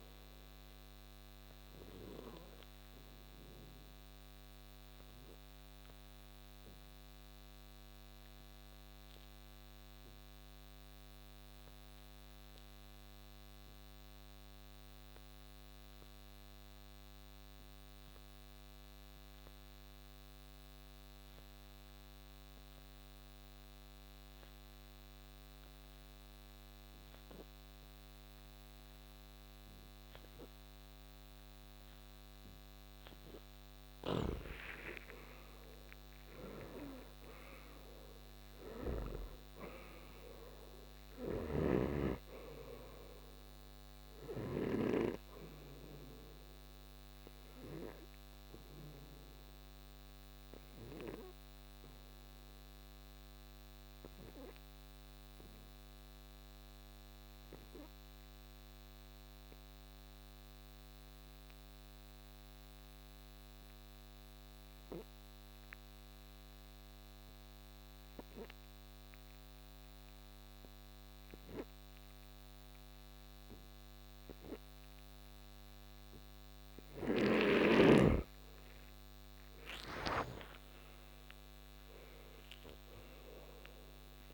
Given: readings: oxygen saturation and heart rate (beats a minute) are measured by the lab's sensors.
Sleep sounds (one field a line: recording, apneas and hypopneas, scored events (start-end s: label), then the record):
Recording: breathing in sleep by a microphone on the trachea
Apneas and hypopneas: 2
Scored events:
0.00-19.50 s: oxygen desaturation (device-marked, oxygen 87% lowest, heart rate 58 extreme)
1.50-33.00 s: obstructive apnea (oxygen 97% before, 84% lowest, heart rate 66 before, 57 extreme, up 12 after)
31.50-58.50 s: oxygen desaturation (device-marked, oxygen 98% before, 84% lowest, heart rate 61 before, 57 extreme)
33.50-39.00 s: snoring (device-marked)
34.50-38.50 s: arousal
41.00-44.50 s: snoring (device-marked)
48.00-78.00 s: obstructive apnea (oxygen 98% before, 84% lowest, heart rate 67 before, 57 extreme, up 12 after)
71.50-84.34 s: oxygen desaturation (device-marked, oxygen 98% before, 86% lowest, heart rate 61 before, 57 extreme)
77.00-80.50 s: snoring (device-marked)
79.50-84.34 s: arousal
From the record:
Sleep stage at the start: N2 (light sleep)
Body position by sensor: on the right side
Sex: male